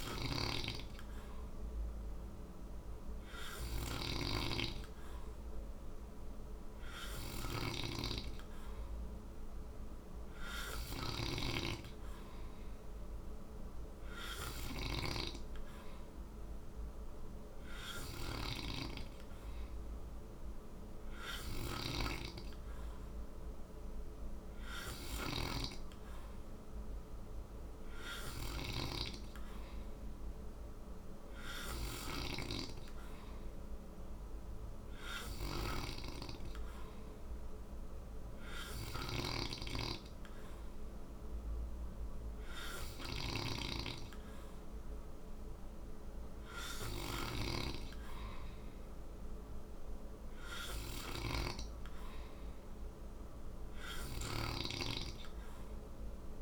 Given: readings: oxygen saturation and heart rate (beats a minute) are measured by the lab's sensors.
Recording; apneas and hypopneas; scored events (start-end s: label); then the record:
breathing in sleep by a room microphone; none
0.00-56.42 s: snoring (device-marked)
From the record:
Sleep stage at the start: N2 (light sleep); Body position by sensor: on the right side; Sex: male